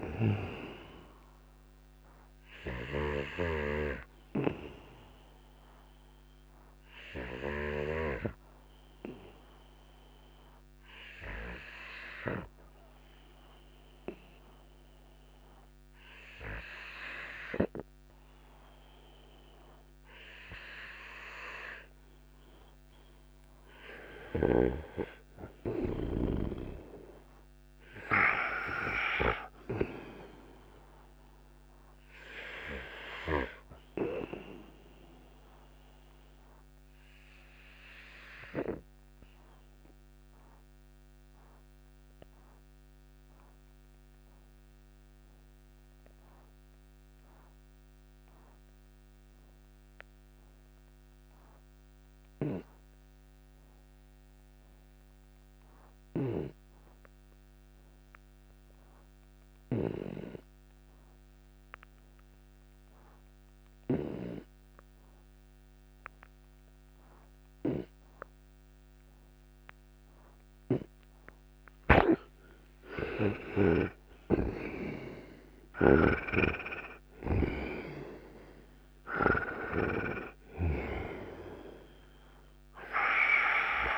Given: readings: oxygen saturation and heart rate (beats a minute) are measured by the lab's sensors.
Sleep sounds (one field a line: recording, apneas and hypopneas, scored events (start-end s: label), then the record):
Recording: breathing in sleep by a microphone on the trachea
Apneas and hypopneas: 2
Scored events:
0.00-26.50 s: oxygen desaturation (device-marked, oxygen 86% lowest, heart rate 59 extreme)
2.50-7.50 s: snoring (device-marked)
8.00-22.50 s: obstructive apnea (oxygen 95% before, 85% lowest, heart rate 67 before, 59 extreme, up 24 after)
23.50-27.00 s: arousal
37.50-48.50 s: oxygen desaturation (device-marked, oxygen 97% before, 92% lowest, heart rate 74 before, 56 extreme)
38.00-71.00 s: obstructive apnea (oxygen 97% before, 78% lowest, heart rate 74 before, 56 extreme, up 35 after)
56.00-60.00 s: snoring (device-marked)
62.50-83.98 s: oxygen desaturation (device-marked, oxygen 97% before, 78% lowest, heart rate 63 before, 57 extreme)
72.50-76.50 s: arousal
73.50-77.50 s: snoring (device-marked)
From the record:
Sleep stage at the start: N2 (light sleep)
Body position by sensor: on the right side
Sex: male